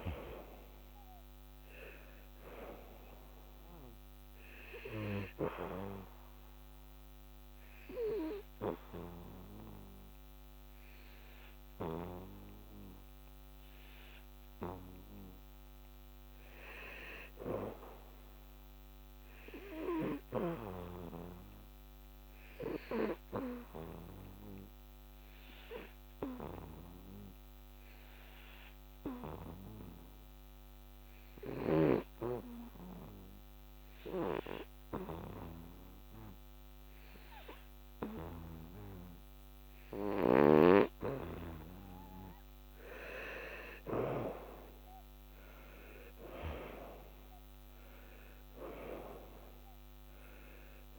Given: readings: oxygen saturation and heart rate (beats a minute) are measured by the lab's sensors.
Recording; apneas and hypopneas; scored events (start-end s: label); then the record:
breathing in sleep by a microphone on the trachea; 2
0.00-20.50 s: oxygen desaturation (device-marked, oxygen 87% lowest, heart rate 69 extreme)
6.50-16.50 s: obstructive apnea (oxygen 98% before, 87% lowest, heart rate 75 before, 69 extreme, up 5 after)
18.00-20.50 s: arousal
22.50-42.00 s: hypopnea (oxygen 98% before, 90% lowest, heart rate 78 before, 69 extreme, up 14 after)
41.50-50.99 s: oxygen desaturation (device-marked, oxygen 96% before, 90% lowest, heart rate 72 before, 65 extreme)
44.50-49.50 s: arousal
From the record:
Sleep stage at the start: N2 (light sleep); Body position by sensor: on the back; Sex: male